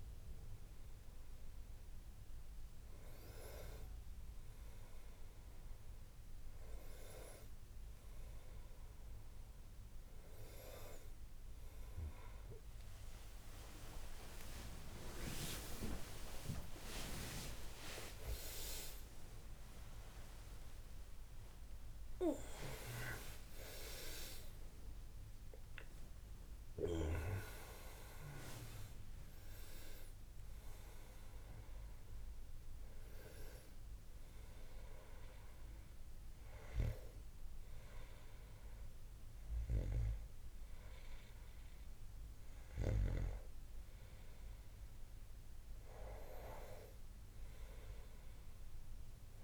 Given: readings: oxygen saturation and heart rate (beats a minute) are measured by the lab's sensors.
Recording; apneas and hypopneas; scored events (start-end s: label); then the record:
a person awake in a sleep study, by a room microphone; none
12.00-20.00 s: tachycardia (device-marked, heart rate 82 before, 144 extreme)
35.00-49.43 s: new sleep stage, N1 (lightest sleep)
From the record:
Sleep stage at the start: awake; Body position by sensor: on the back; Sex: male